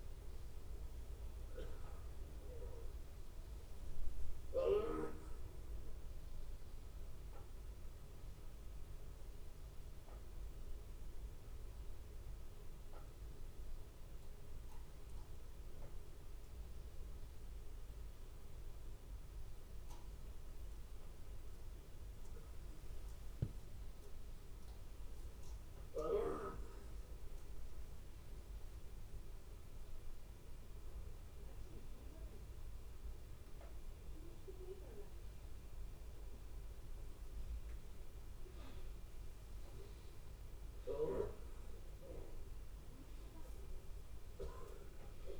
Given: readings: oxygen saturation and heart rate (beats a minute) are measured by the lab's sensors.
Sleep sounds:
a person awake in a sleep study, by a room microphone; none
1.50-3.50 s: long interval between heartbeats (device-marked, heart rate 107 before, 96 extreme)
5.00-7.00 s: long interval between heartbeats (device-marked, heart rate 106 before, 95 extreme)
15.50-17.50 s: long interval between heartbeats (device-marked, heart rate 106 before, 171 extreme)
17.50-19.50 s: long interval between heartbeats (device-marked, heart rate 112 before, 166 extreme)
20.50-22.50 s: long interval between heartbeats (device-marked, heart rate 121 before, 124 extreme)
22.50-24.50 s: long interval between heartbeats (device-marked, heart rate 124 before, 118 extreme)
39.00-41.00 s: long interval between heartbeats (device-marked, heart rate 100 before, 91 extreme)
41.50-43.50 s: long interval between heartbeats (device-marked, heart rate 95 before, 118 extreme)
From the record:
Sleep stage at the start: awake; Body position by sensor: on the right side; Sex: male

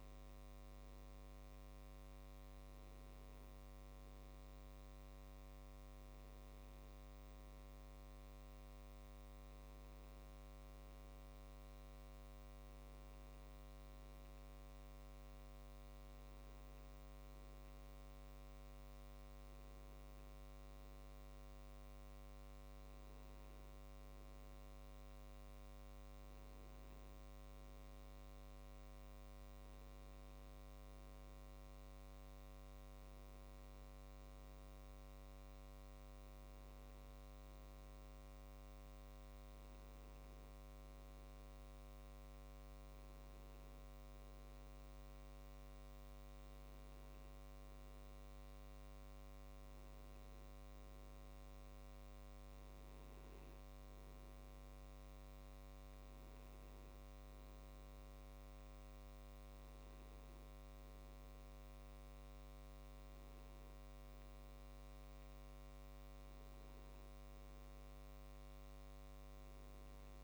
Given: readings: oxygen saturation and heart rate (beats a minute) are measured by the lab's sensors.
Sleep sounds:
breathing in sleep, hard to hear, by a microphone on the trachea; none
none scored
From the record:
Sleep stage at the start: N1 (lightest sleep); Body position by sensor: on the back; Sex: male

